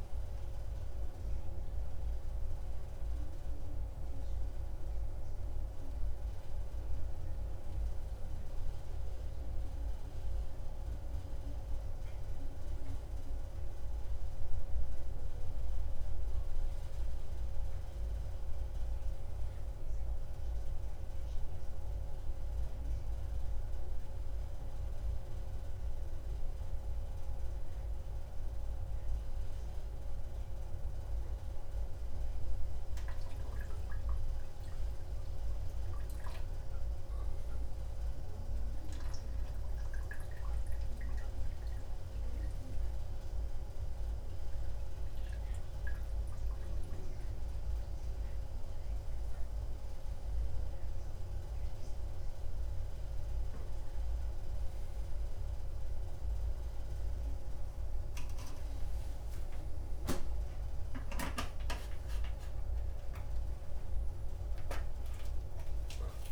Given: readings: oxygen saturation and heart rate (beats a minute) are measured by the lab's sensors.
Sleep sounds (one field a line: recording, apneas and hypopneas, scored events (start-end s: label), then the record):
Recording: a person awake in a sleep study, hard to hear, by a room microphone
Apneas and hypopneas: none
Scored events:
none scored
From the record:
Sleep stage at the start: awake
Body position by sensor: upright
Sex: male